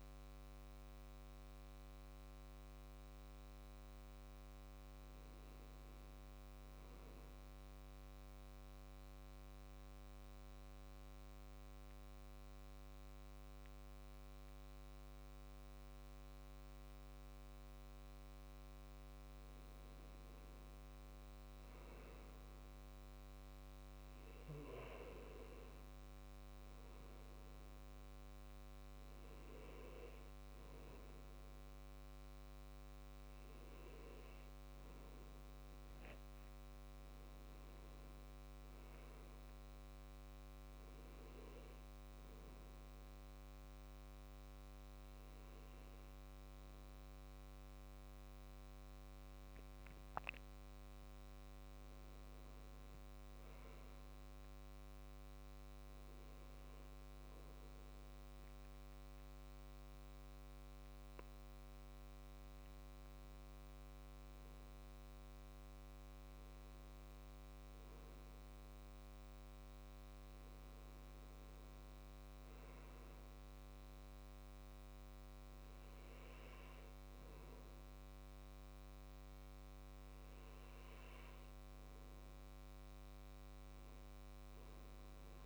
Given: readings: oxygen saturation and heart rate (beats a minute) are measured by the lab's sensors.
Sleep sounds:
breathing in sleep, hard to hear, by a microphone on the trachea; 2
8.50-19.50 s: mixed apnea (oxygen 98% before, 94% lowest, heart rate 71 before, 70 extreme, up 4 after)
21.50-25.00 s: arousal
25.50-42.50 s: oxygen desaturation (device-marked, oxygen 97% before, 94% lowest, heart rate 73 before, 63 extreme)
50.00-54.00 s: arousal
58.00-69.00 s: hypopnea (oxygen 97% before, 95% lowest, heart rate 71 before, 64 extreme, up 7 after)
71.00-75.00 s: arousal
From the record:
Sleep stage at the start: N2 (light sleep); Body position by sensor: on the back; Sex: male

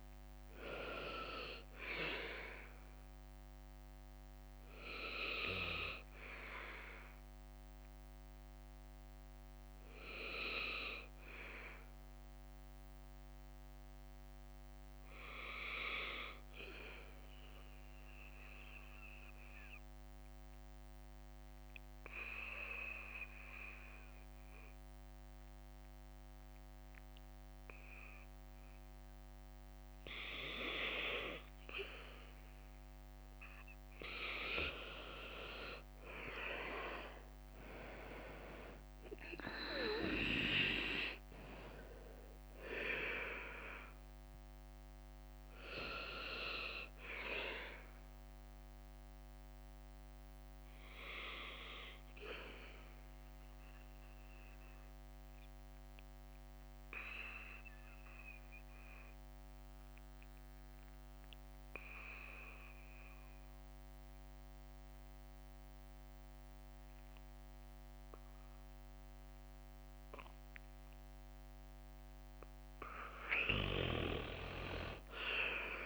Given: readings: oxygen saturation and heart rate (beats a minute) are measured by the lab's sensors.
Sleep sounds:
breathing in sleep by a microphone on the trachea; 2
0.00-8.00 s: drop in pulse transit time (device-marked, heart rate 61 extreme)
0.00-25.00 s: oxygen desaturation (device-marked, oxygen 89% lowest, heart rate 56 extreme)
5.00-17.00 s: bradycardia (device-marked, heart rate 61 before, 56 extreme)
6.50-32.50 s: hypopnea (oxygen 97% before, 87% lowest, heart rate 63 before, 56 extreme, up 7 after)
25.00-28.00 s: bradycardia (device-marked, heart rate 61 before, 60 extreme)
36.00-68.00 s: oxygen desaturation (device-marked, oxygen 98% before, 87% lowest, heart rate 59 before, 53 extreme)
37.50-40.50 s: arousal
39.00-53.00 s: drop in pulse transit time (device-marked, heart rate 60 before, 58 extreme)
46.00-62.00 s: bradycardia (device-marked, heart rate 61 before, 58 extreme)
47.00-71.00 s: hypopnea (oxygen 98% before, 87% lowest, heart rate 63 before, 53 extreme, up 1 after)
67.00-75.00 s: bradycardia (device-marked, heart rate 61 before, 55 extreme)
73.00-75.86 s: oxygen desaturation (device-marked, oxygen 98% before, 87% lowest, heart rate 59 before, 53 extreme)
From the record:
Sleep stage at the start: N2 (light sleep); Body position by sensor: on the right side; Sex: male

